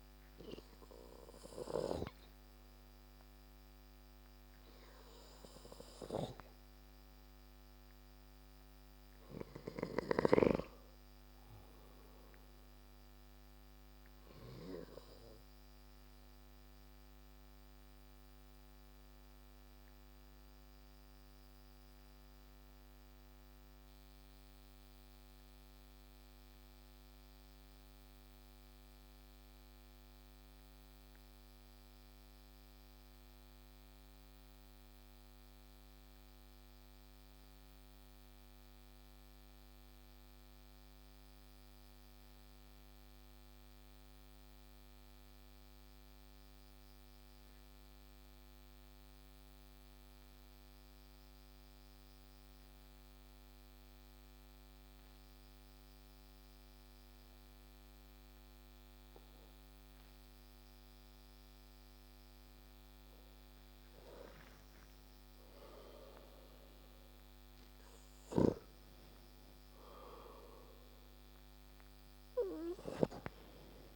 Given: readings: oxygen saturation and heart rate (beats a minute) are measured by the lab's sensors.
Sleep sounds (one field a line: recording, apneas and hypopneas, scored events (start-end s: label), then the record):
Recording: breathing in sleep by a microphone on the trachea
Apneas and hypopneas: 1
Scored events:
13.50-28.50 s: oxygen desaturation (device-marked, oxygen 93% before, 90% lowest)
13.50-61.50 s: obstructive apnea (oxygen 95% before, 90% lowest)
48.50-73.96 s: oxygen desaturation (device-marked, oxygen 98% before, 93% lowest)
63.00-67.00 s: arousal
From the record:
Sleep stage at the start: N2 (light sleep)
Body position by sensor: on the back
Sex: male